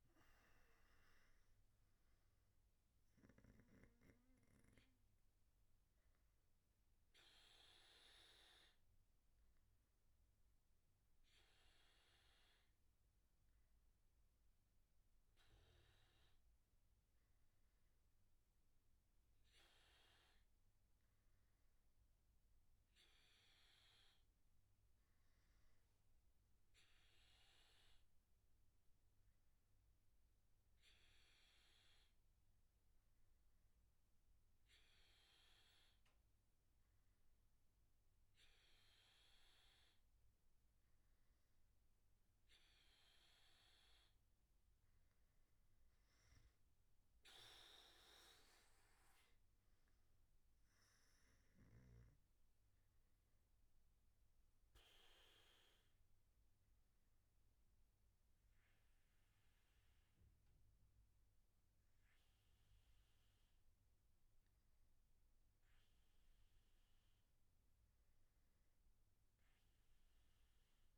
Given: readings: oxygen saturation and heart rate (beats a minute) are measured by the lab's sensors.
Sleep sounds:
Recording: breathing in sleep, hard to hear, by a room microphone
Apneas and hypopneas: none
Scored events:
none scored
From the record:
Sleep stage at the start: N2 (light sleep)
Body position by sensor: on the back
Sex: male

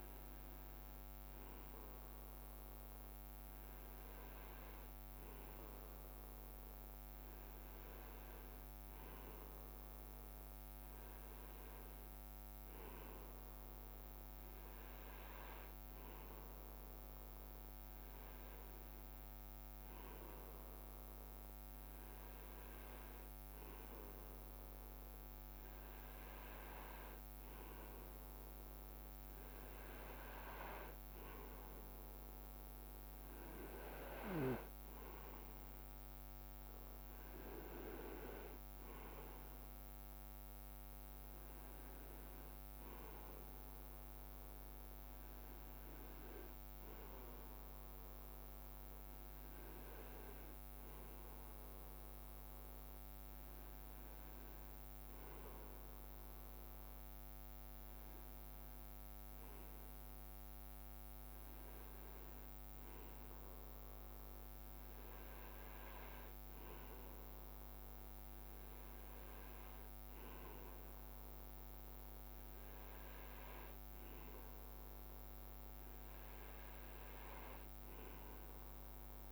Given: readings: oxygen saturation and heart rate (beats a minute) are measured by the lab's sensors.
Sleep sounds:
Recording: breathing in sleep by a microphone on the trachea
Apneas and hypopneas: none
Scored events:
none scored
From the record:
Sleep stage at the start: REM sleep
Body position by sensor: on the right side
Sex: male

